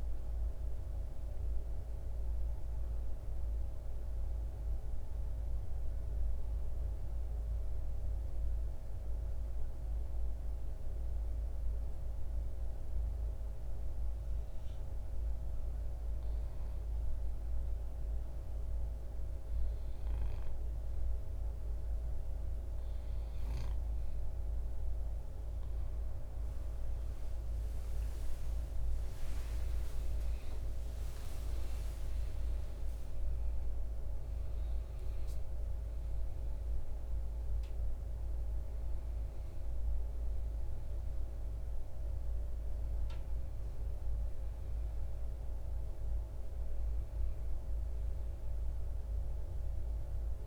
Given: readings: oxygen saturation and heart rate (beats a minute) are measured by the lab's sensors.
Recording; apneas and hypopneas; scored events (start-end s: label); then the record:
breathing in sleep, hard to hear, by a room microphone; 1
0.00-14.00 s: oxygen desaturation (device-marked, oxygen 89% lowest, heart rate 56 extreme)
7.50-24.50 s: hypopnea (oxygen 95% before, 87% lowest, heart rate 63 before, 56 extreme, up 14 after)
25.00-48.00 s: oxygen desaturation (device-marked, oxygen 97% before, 90% lowest, heart rate 58 before, 58 extreme)
27.50-31.00 s: arousal
From the record:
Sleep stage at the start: N2 (light sleep); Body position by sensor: on the back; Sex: male